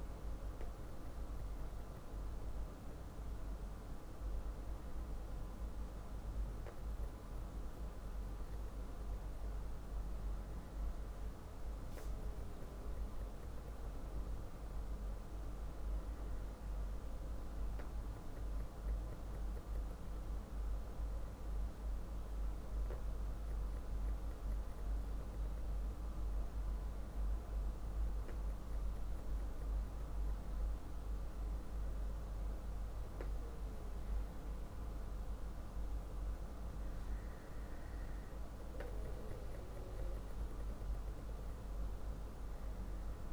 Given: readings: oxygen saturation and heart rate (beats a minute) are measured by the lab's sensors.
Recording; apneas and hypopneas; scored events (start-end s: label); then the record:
breathing in sleep, hard to hear, by a room microphone; none
none scored
From the record:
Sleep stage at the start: N2 (light sleep); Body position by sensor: on the back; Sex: male